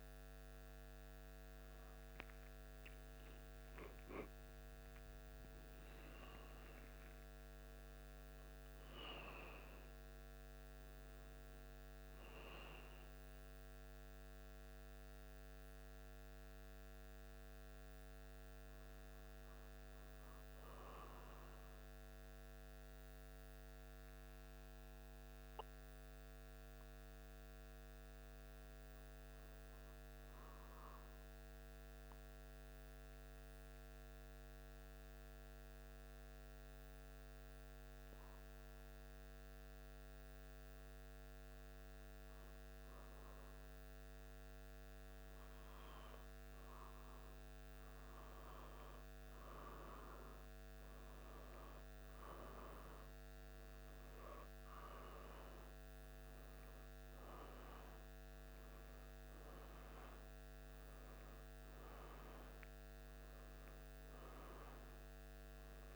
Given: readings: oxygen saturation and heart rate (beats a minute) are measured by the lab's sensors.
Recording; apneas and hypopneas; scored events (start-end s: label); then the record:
a person partly awake in a sleep study, hard to hear, by a microphone on the trachea; 1
5.50-65.50 s: new sleep stage, N1 (lightest sleep)
22.00-46.00 s: mixed apnea (oxygen 100% before, 95% lowest, heart rate 76 before, 74 extreme, up 2 after)
49.50-53.00 s: arousal
65.50-65.96 s: new sleep stage, N2 (light sleep)
From the record:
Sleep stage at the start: awake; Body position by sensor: on the back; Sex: male